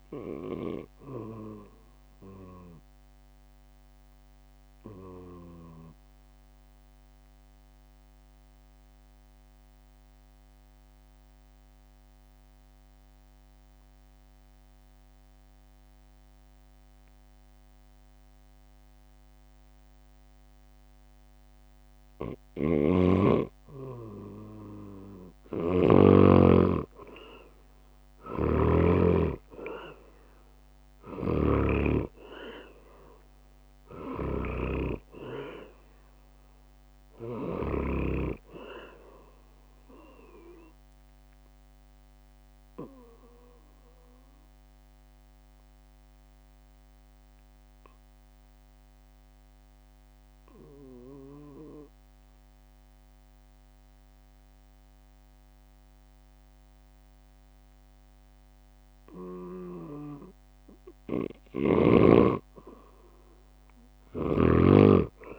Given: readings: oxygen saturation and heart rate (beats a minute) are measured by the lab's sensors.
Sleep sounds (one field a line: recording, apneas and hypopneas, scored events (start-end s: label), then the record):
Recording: breathing in sleep by a microphone on the trachea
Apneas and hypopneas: 2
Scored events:
0.00-4.50 s: drop in pulse transit time (device-marked, heart rate 66 extreme)
0.00-17.50 s: oxygen desaturation (device-marked, oxygen 89% lowest, heart rate 60 extreme)
0.50-24.00 s: obstructive apnea (oxygen 99% before, 89% lowest, heart rate 68 before, 59 extreme, up 11 after)
22.50-29.00 s: snoring (device-marked)
25.50-44.50 s: drop in pulse transit time (device-marked, heart rate 62 before, 64 extreme)
26.50-30.50 s: arousal
31.50-55.50 s: oxygen desaturation (device-marked, oxygen 99% before, 92% lowest, heart rate 64 before, 59 extreme)
41.50-60.00 s: obstructive apnea (oxygen 100% before, 91% lowest, heart rate 68 before, 59 extreme, up 11 after)
62.00-64.50 s: leg movement (device-marked)
63.50-65.39 s: arousal
From the record:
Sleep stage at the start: N2 (light sleep)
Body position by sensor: on the back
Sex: male